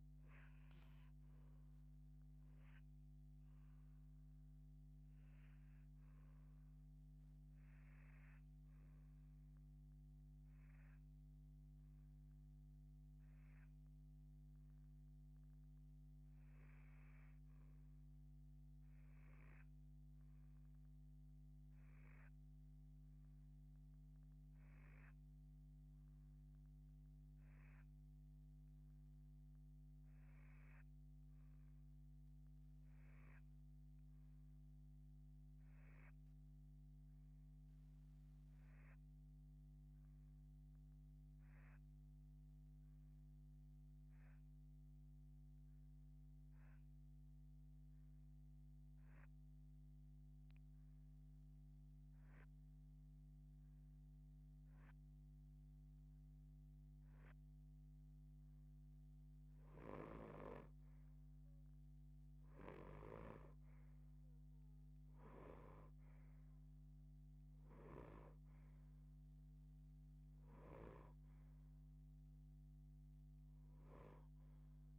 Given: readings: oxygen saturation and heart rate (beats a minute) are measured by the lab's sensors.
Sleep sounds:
breathing in sleep by a microphone on the trachea; 1
0.00-18.50 s: oxygen desaturation (device-marked, oxygen 82% lowest, heart rate 88 extreme)
12.00-58.50 s: hypopnea (oxygen 91% before, 74% lowest)
14.50-74.99 s: new sleep stage, REM sleep
28.50-74.99 s: oxygen desaturation (device-marked, oxygen 89% before, 74% lowest)
60.00-64.50 s: arousal
From the record:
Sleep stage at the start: N2 (light sleep); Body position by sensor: on the left side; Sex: female

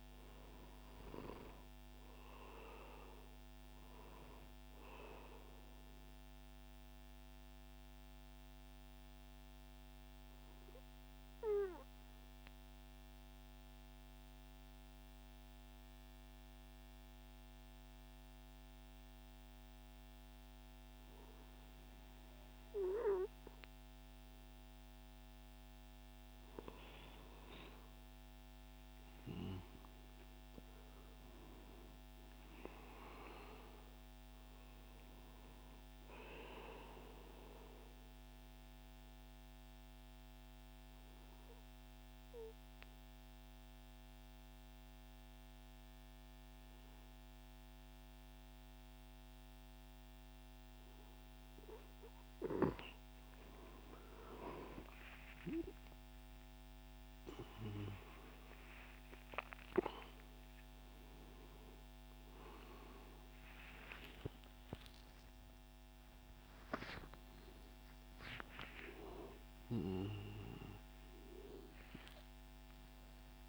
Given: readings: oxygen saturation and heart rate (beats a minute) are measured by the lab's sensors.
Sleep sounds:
a person partly awake in a sleep study, by a microphone on the trachea; 2
0.00-13.00 s: oxygen desaturation (device-marked, oxygen 94% lowest, heart rate 65 extreme)
5.00-27.00 s: mixed apnea (oxygen 99% before, 94% lowest, heart rate 92 before, 65 extreme, up 50 after)
29.00-33.50 s: arousal
29.00-53.00 s: oxygen desaturation (device-marked, oxygen 98% before, 94% lowest, heart rate 83 before, 87 extreme)
38.00-51.50 s: obstructive apnea (oxygen 98% before, 94% lowest, heart rate 96 before, 87 extreme, up 18 after)
49.00-73.49 s: new sleep stage, awake
From the record:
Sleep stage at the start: N2 (light sleep); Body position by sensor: on the right side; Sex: male

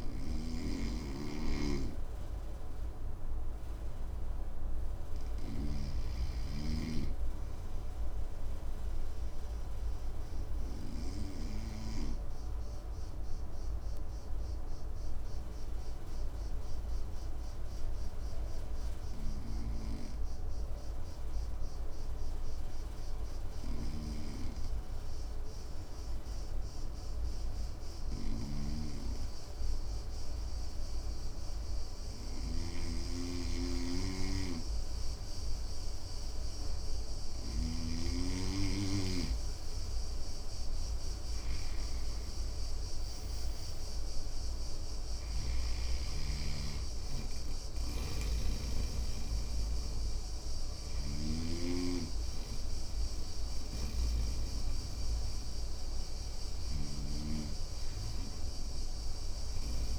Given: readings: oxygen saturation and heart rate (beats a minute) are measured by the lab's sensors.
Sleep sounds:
breathing in sleep by a room microphone; 1
0.00-6.00 s: snoring (device-marked)
7.50-35.50 s: obstructive apnea (oxygen 98% before, 94% lowest, heart rate 62 before, 56 extreme, up 8 after)
11.00-19.00 s: oxygen desaturation (device-marked, oxygen 98% before, 95% lowest, heart rate 61 before, 56 extreme)
28.00-37.50 s: snoring (device-marked)
38.50-43.50 s: arousal
47.50-51.00 s: snoring (device-marked)
From the record:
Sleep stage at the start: N2 (light sleep); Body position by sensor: on the right side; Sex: male

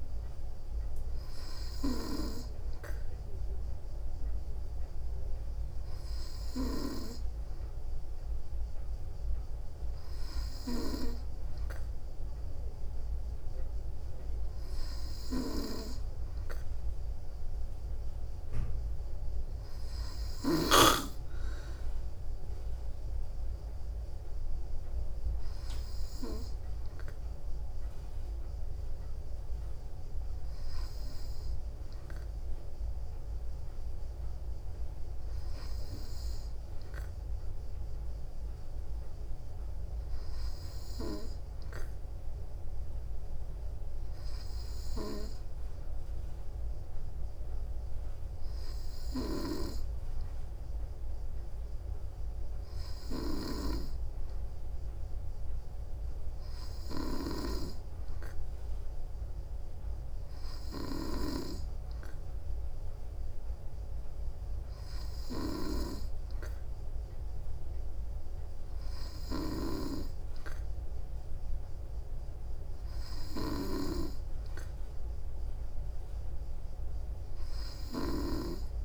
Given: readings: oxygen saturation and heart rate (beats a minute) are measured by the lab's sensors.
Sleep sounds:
breathing in sleep by a room microphone; none
73.50-78.50 s: snoring (device-marked)
From the record:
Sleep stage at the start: N2 (light sleep); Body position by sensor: on the back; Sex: female

